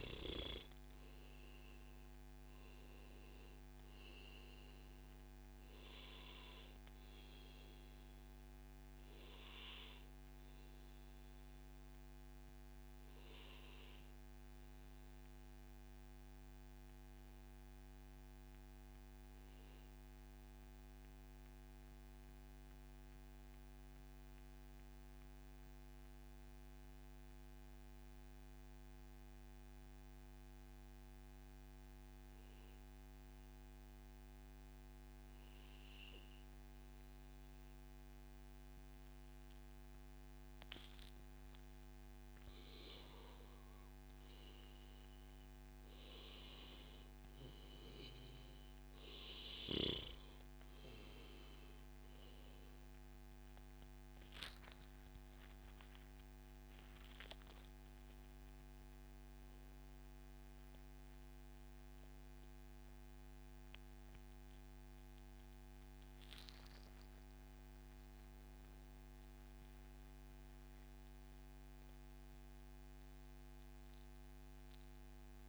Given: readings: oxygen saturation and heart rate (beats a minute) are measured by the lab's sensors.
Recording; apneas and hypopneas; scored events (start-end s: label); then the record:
a person partly awake in a sleep study, hard to hear, by a microphone on the trachea; 1
0.00-19.50 s: oxygen desaturation (device-marked, oxygen 93% lowest, heart rate 106 extreme)
9.50-41.00 s: obstructive apnea (oxygen 97% before, 94% lowest, heart rate 141 before, 126 extreme, up 0 after)
10.50-12.50 s: long interval between heartbeats (device-marked, heart rate 140 before, 114 extreme)
46.50-55.50 s: oxygen desaturation (device-marked, oxygen 98% before, 94% lowest, heart rate 142 before, 97 extreme)
50.50-75.49 s: new sleep stage, awake
From the record:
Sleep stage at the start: N2 (light sleep); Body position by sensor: on the back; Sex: male